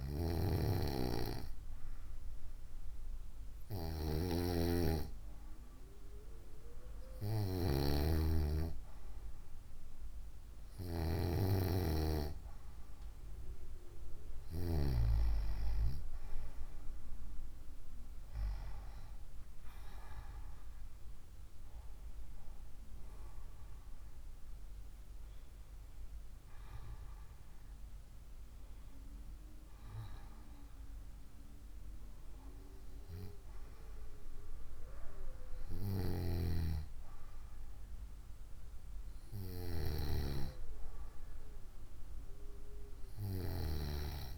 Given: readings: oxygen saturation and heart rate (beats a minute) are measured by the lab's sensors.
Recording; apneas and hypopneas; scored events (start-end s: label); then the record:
breathing in sleep by a room microphone; none
none scored
From the record:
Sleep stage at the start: N2 (light sleep); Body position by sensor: on the right side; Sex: female